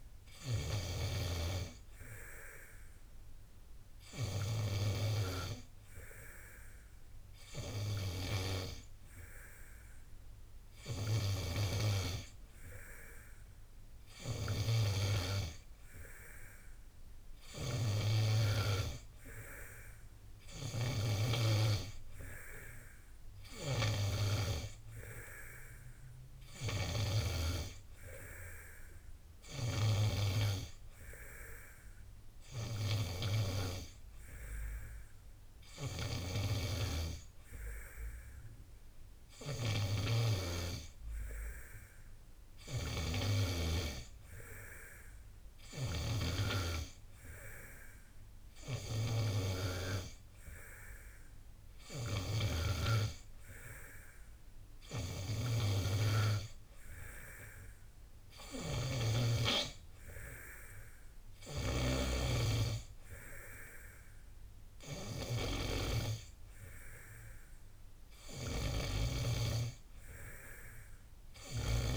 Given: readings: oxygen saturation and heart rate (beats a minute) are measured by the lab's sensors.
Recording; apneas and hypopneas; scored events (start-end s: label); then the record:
breathing in sleep by a room microphone; none
none scored
From the record:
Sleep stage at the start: N2 (light sleep); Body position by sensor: on the back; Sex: male